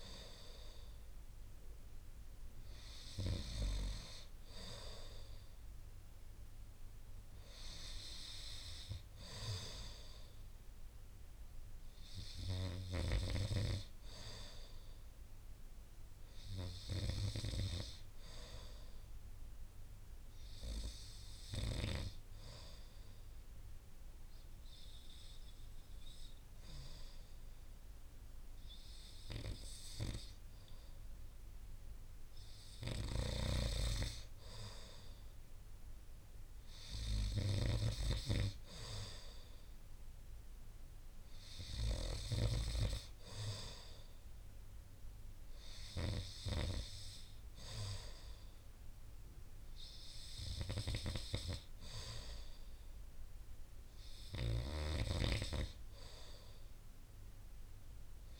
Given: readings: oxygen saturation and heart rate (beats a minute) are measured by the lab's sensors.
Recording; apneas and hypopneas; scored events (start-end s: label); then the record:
breathing in sleep by a room microphone; 1
19.50-32.50 s: obstructive apnea (oxygen 97% before, 95% lowest)
33.00-47.00 s: snoring (device-marked)
34.50-38.00 s: arousal
54.50-58.40 s: snoring (device-marked)
From the record:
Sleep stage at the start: N2 (light sleep); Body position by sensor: on the right side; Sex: male